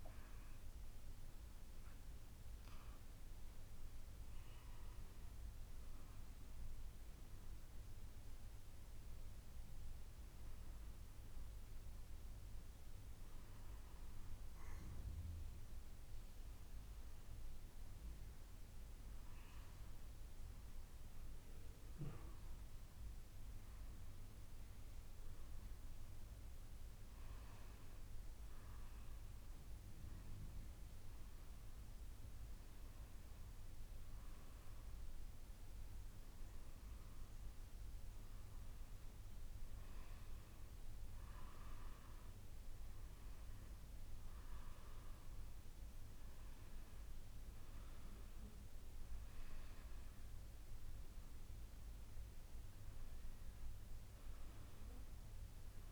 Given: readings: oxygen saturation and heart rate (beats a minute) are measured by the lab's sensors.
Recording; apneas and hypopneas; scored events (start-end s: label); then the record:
breathing in sleep, hard to hear, by a room microphone; none
none scored
From the record:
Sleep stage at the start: N2 (light sleep); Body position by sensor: on the back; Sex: female